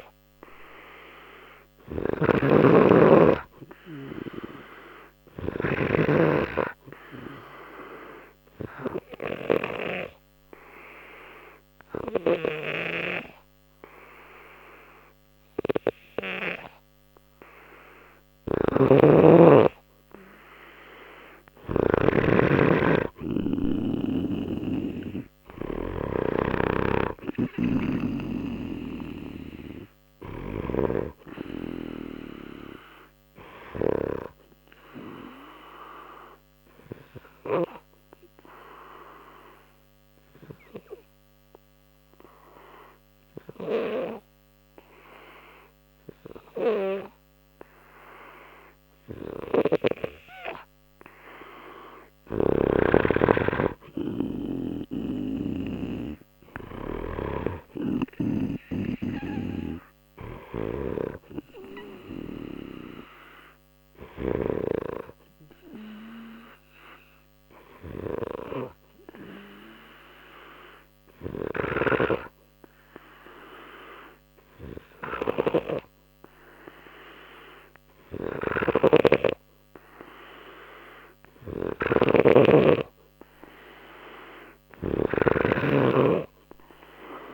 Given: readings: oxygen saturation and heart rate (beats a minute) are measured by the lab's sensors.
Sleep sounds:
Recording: breathing in sleep by a microphone on the trachea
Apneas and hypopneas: 3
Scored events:
0.00-5.50 s: snoring (device-marked)
8.00-20.00 s: obstructive apnea (oxygen 94% before, 92% lowest, heart rate 61 before, 59 extreme, up 2 after)
18.00-26.50 s: snoring (device-marked)
22.50-27.00 s: arousal
36.00-51.50 s: obstructive apnea (oxygen 94% before, 92% lowest, heart rate 60 before, 59 extreme, up 3 after)
52.00-58.00 s: snoring (device-marked)
53.00-57.00 s: arousal
66.50-83.00 s: obstructive apnea (oxygen 96% before, 93% lowest, heart rate 61 before, 60 extreme, up 0 after)
81.50-87.34 s: snoring (device-marked)
From the record:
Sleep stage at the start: N2 (light sleep)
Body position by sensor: on the left side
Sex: male

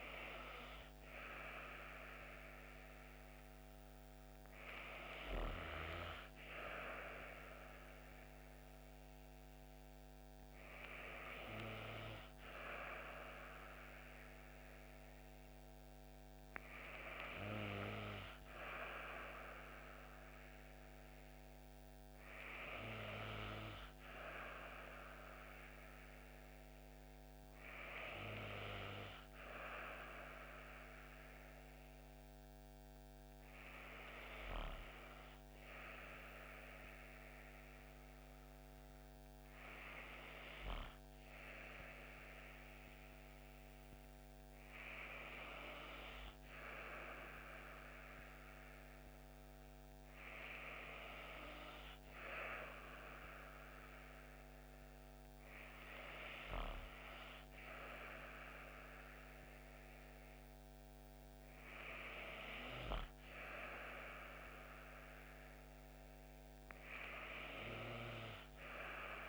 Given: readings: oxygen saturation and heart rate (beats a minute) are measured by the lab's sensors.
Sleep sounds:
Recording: breathing in sleep by a microphone on the trachea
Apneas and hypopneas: none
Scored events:
none scored
From the record:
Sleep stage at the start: N2 (light sleep)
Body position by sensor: on the back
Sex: female

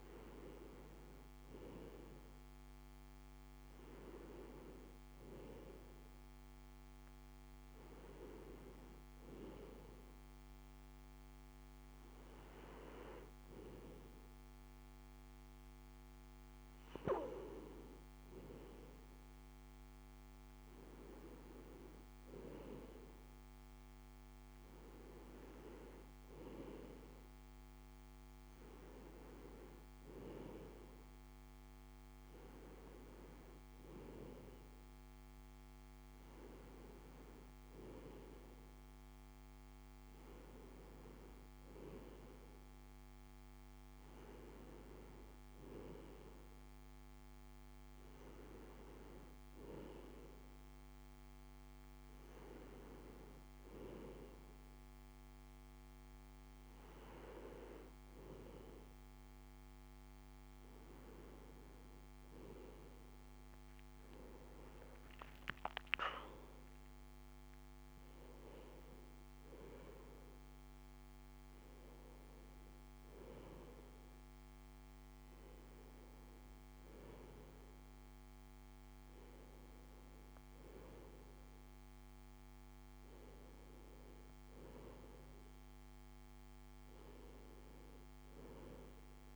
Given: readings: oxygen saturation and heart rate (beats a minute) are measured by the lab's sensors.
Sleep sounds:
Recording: breathing in sleep by a microphone on the trachea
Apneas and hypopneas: none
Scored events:
none scored
From the record:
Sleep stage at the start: N2 (light sleep)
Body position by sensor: on the right side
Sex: male

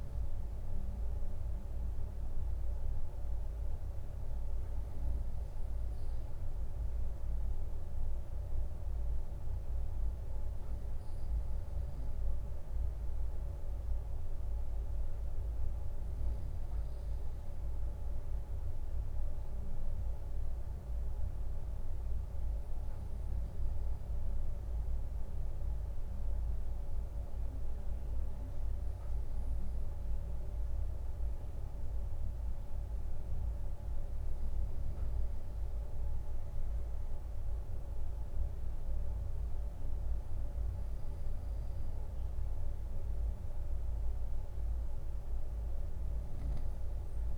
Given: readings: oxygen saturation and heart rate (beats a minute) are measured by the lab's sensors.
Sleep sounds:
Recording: breathing in sleep, hard to hear, by a room microphone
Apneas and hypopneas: none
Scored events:
none scored
From the record:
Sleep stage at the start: N2 (light sleep)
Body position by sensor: on the right side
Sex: male

